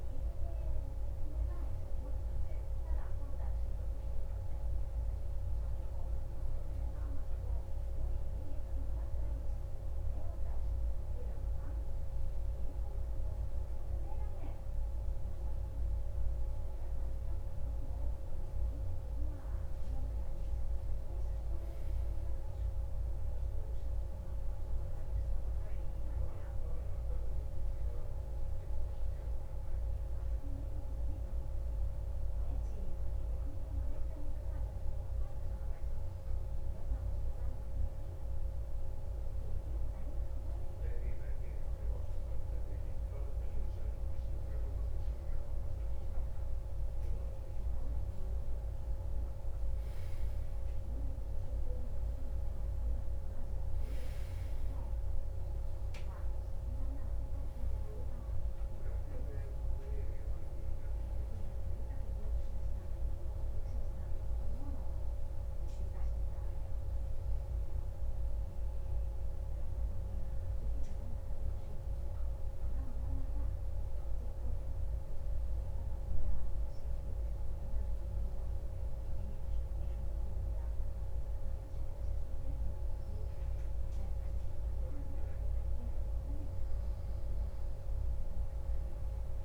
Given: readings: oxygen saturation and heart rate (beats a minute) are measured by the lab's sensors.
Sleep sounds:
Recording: breathing in sleep, hard to hear, by a room microphone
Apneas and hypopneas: 2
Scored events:
32.50-46.00 s: obstructive apnea (oxygen 95% before, 91% lowest, heart rate 176 before, 146 extreme, up 43 after)
44.00-89.45 s: new sleep stage, N2 (light sleep)
48.00-52.50 s: arousal
66.00-85.00 s: obstructive apnea (oxygen 94% before, 91% lowest, heart rate 174 before, 29 extreme)
87.00-89.45 s: arousal
From the record:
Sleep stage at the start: N1 (lightest sleep)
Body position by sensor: on the back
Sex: male

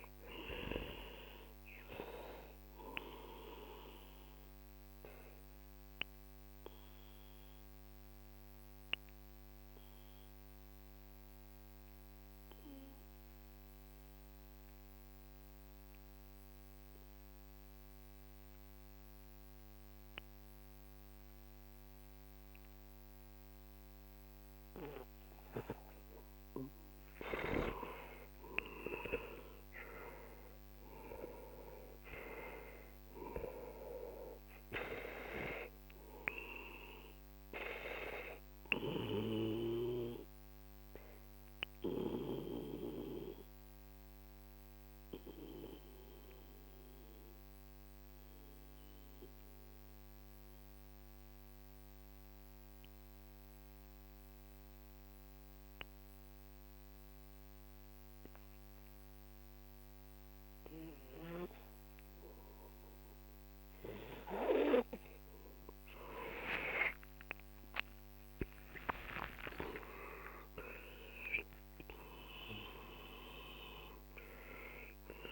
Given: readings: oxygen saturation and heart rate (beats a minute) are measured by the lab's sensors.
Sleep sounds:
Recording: breathing in sleep by a microphone on the trachea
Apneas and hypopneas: 2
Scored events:
0.00-8.50 s: oxygen desaturation (device-marked, oxygen 91% lowest, heart rate 41 extreme)
3.50-25.50 s: obstructive apnea (oxygen 97% before, 90% lowest, heart rate 59 before, 41 extreme, up 14 after)
27.50-32.00 s: arousal
31.50-50.50 s: oxygen desaturation (device-marked, oxygen 97% before, 91% lowest, heart rate 49 before, 43 extreme)
37.50-65.00 s: obstructive apnea (oxygen 97% before, 91% lowest, heart rate 54 before, 41 extreme, up 52 after)
66.50-70.50 s: arousal
66.50-75.32 s: oxygen desaturation (device-marked, oxygen 97% before, 92% lowest, heart rate 47 before, 41 extreme)
From the record:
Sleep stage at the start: N2 (light sleep)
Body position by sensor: on the back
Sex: male

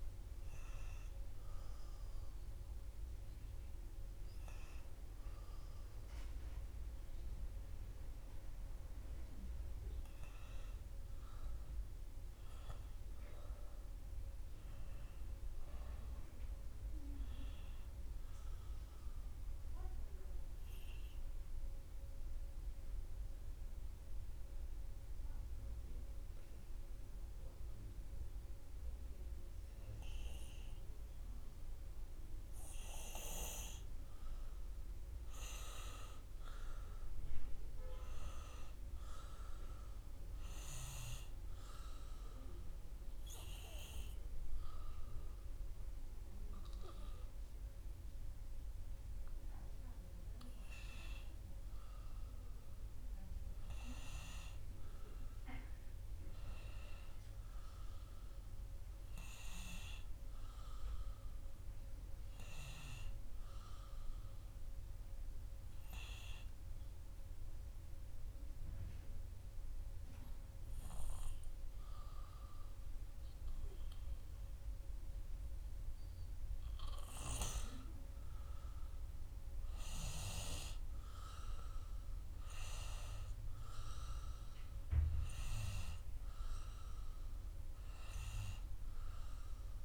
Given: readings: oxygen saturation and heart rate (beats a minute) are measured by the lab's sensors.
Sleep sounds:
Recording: a person partly awake in a sleep study, by a room microphone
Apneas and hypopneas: 2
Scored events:
6.50-36.50 s: new sleep stage, N1 (lightest sleep)
19.00-30.00 s: hypopnea (oxygen 100% before, 96% lowest, heart rate 89 before, 81 extreme, up 0 after)
33.50-38.00 s: arousal
36.50-89.85 s: new sleep stage, N2 (light sleep)
66.50-77.50 s: hypopnea (heart rate 88 before, 84 extreme, up 0 after)
80.00-84.50 s: arousal
From the record:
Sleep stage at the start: awake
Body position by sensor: on the back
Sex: male

